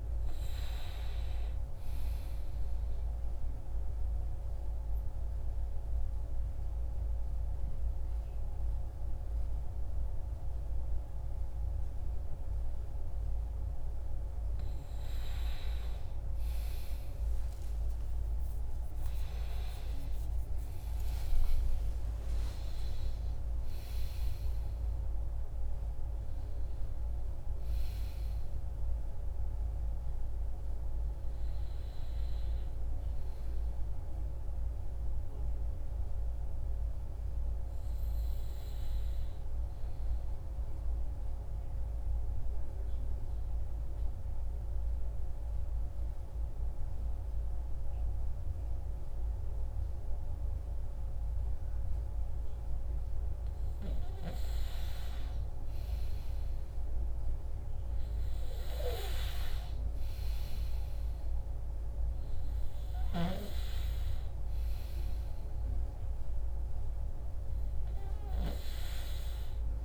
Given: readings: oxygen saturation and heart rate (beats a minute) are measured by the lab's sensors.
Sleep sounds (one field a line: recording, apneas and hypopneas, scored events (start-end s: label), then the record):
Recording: breathing in sleep, hard to hear, by a room microphone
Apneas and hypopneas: 2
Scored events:
2.50-14.00 s: obstructive apnea (oxygen 98% before, 94% lowest, heart rate 110 before, 52 extreme, up 28 after)
16.00-21.50 s: arousal
40.00-52.50 s: obstructive apnea (oxygen 97% before, 93% lowest, heart rate 63 before, 50 extreme, up 12 after)
41.50-69.85 s: new sleep stage, N2 (light sleep)
54.50-58.50 s: arousal
59.50-69.85 s: oxygen desaturation (device-marked, oxygen 98% before, 93% lowest, heart rate 62 before, 62 extreme)
From the record:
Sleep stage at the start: REM sleep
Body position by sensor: on the back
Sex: male